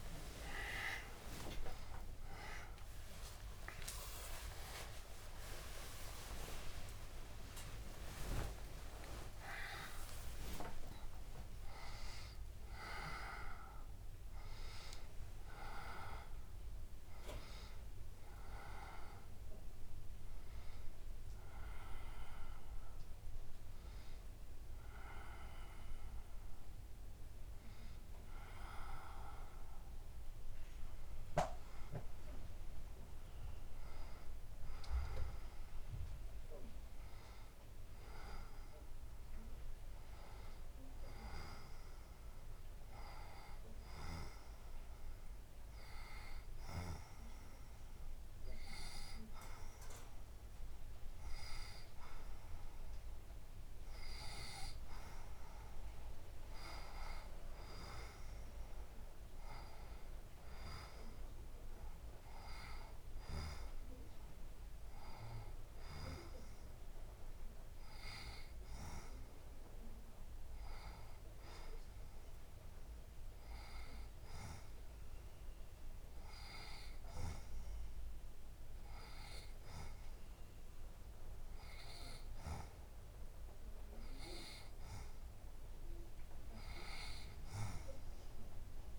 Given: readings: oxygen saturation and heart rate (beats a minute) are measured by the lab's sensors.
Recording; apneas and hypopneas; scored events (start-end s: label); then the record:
a person partly awake in a sleep study, by a room microphone; 1
1.50-3.50 s: long interval between heartbeats (device-marked, heart rate 165 before, 99 extreme)
7.50-9.50 s: long interval between heartbeats (device-marked, heart rate 145 before, 99 extreme)
10.50-12.50 s: long interval between heartbeats (device-marked, heart rate 134 before, 129 extreme)
13.00-15.00 s: long interval between heartbeats (device-marked, heart rate 128 before, 117 extreme)
22.50-24.50 s: long interval between heartbeats (device-marked, heart rate 106 before, 115 extreme)
29.50-88.99 s: new sleep stage, N2 (light sleep)
45.50-56.50 s: hypopnea (oxygen 96% before, 89% lowest, heart rate 80 before, 74 extreme, up 3 after)
60.00-65.50 s: arousal
64.50-79.50 s: oxygen desaturation (device-marked, oxygen 93% before, 89% lowest, heart rate 75 before, 74 extreme)
From the record:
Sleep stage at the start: awake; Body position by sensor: on the left side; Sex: female